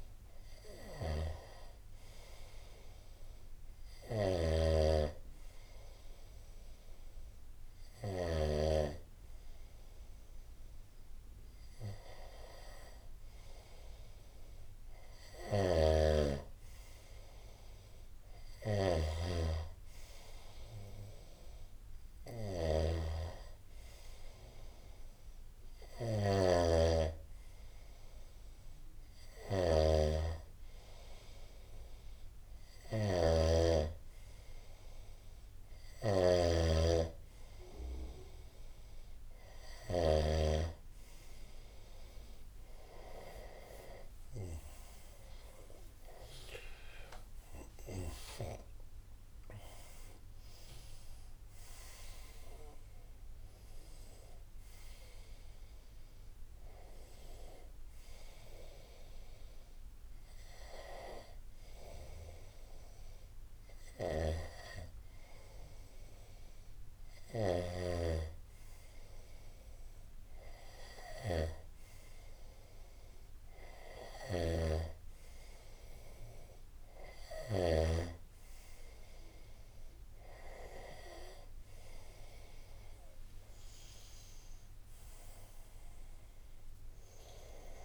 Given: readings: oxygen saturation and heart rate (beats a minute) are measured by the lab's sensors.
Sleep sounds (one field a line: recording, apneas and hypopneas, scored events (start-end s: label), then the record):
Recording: breathing in sleep by a room microphone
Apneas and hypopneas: none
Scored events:
0.00-8.00 s: snoring (device-marked)
15.00-40.00 s: snoring (device-marked)
45.00-48.50 s: arousal
63.50-77.50 s: snoring (device-marked)
From the record:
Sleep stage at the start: N1 (lightest sleep)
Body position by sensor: on the right side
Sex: male